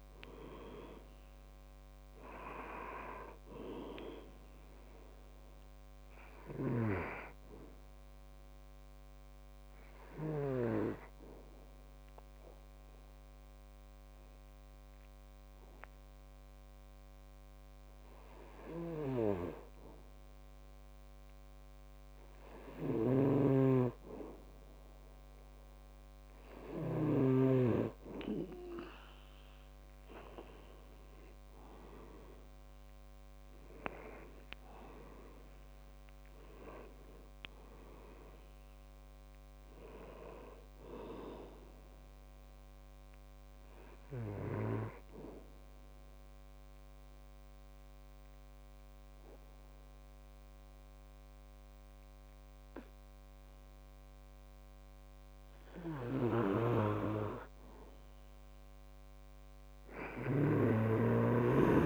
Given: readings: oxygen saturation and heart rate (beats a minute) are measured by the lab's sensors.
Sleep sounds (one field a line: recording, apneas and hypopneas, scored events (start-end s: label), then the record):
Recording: breathing in sleep by a microphone on the trachea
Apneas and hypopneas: 2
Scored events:
0.00-20.00 s: oxygen desaturation (device-marked, oxygen 91% lowest, heart rate 67 extreme)
8.50-23.00 s: hypopnea (oxygen 97% before, 92% lowest, heart rate 70 before, 67 extreme, up 2 after)
23.00-27.50 s: snoring (device-marked)
31.50-37.50 s: arousal
36.50-38.50 s: long interval between heartbeats (device-marked, heart rate 70 before, 80 extreme)
45.50-57.50 s: mixed apnea (oxygen 98% before, 92% lowest, heart rate 75 before, 65 extreme, up 3 after)
56.00-61.00 s: snoring (device-marked)
60.00-61.86 s: arousal
From the record:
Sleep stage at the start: N2 (light sleep)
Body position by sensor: on the back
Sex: male